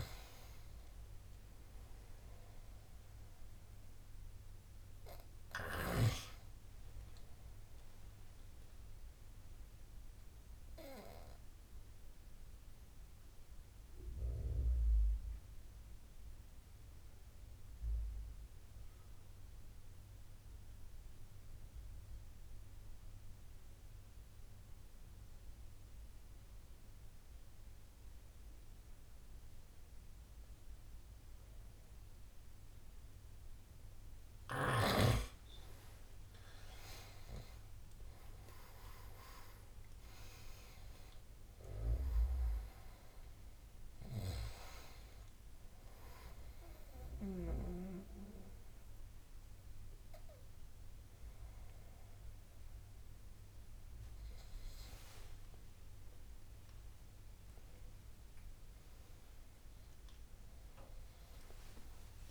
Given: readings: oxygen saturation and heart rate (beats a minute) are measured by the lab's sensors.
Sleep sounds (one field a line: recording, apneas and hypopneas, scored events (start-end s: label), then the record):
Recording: breathing in sleep by a room microphone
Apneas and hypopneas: 1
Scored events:
0.00-23.50 s: oxygen desaturation (device-marked, oxygen 90% lowest, heart rate 66 extreme)
10.50-33.00 s: obstructive apnea (oxygen 98% before, 86% lowest, heart rate 77 before, 66 extreme, up 9 after)
28.50-61.50 s: oxygen desaturation (device-marked, oxygen 99% before, 86% lowest, heart rate 74 before, 68 extreme)
35.50-39.50 s: arousal
From the record:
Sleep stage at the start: N2 (light sleep)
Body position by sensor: on the right side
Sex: male